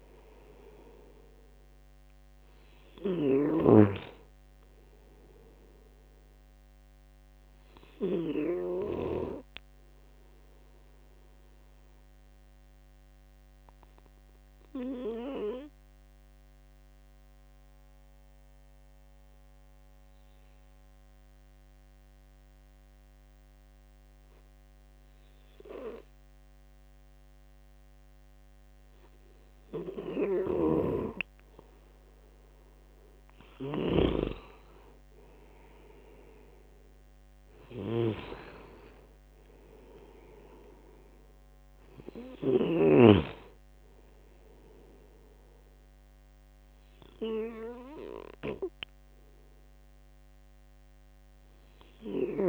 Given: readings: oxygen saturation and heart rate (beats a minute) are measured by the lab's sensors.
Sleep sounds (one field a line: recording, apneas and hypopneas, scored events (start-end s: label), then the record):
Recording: breathing in sleep by a microphone on the trachea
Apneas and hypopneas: 1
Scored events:
0.00-10.50 s: oxygen desaturation (device-marked, oxygen 93% lowest, heart rate 65 extreme)
8.00-30.50 s: obstructive apnea (oxygen 98% before, 93% lowest, heart rate 77 before, 65 extreme, up 8 after)
32.50-37.00 s: arousal
39.50-47.50 s: oxygen desaturation (device-marked, oxygen 98% before, 93% lowest, heart rate 72 before, 79 extreme)
From the record:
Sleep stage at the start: N2 (light sleep)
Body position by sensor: on the right side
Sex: male